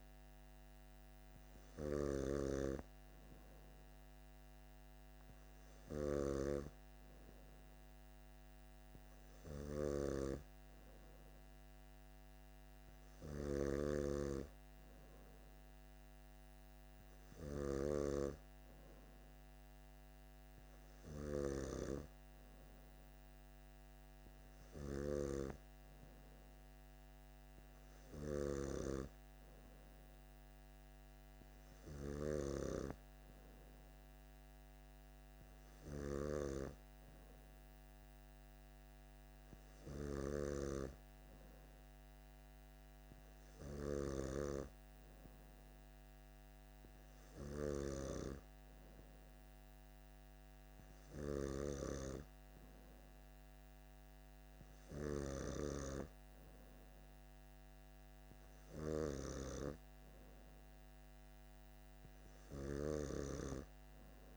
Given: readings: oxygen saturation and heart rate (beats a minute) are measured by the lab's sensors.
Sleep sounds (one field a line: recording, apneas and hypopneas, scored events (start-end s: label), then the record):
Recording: breathing in sleep by a microphone on the trachea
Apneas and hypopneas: none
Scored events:
none scored
From the record:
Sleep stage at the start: N2 (light sleep)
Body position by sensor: on the back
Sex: male